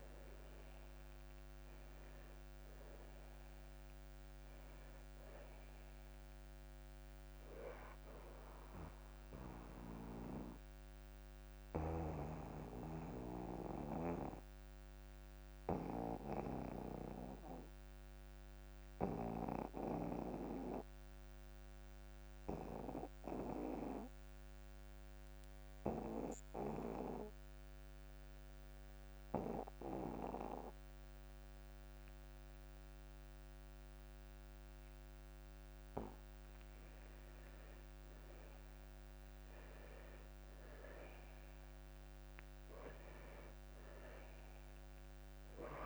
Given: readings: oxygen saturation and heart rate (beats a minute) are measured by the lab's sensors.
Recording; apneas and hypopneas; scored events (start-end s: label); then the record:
breathing in sleep by a microphone on the trachea; 1
0.00-27.00 s: oxygen desaturation (device-marked, oxygen 77% lowest)
12.00-37.50 s: obstructive apnea (oxygen 97% before, 77% lowest)
38.00-45.86 s: oxygen desaturation (device-marked, oxygen 99% before, 85% lowest)
39.00-42.50 s: arousal
From the record:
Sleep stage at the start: N2 (light sleep); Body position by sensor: on the back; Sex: male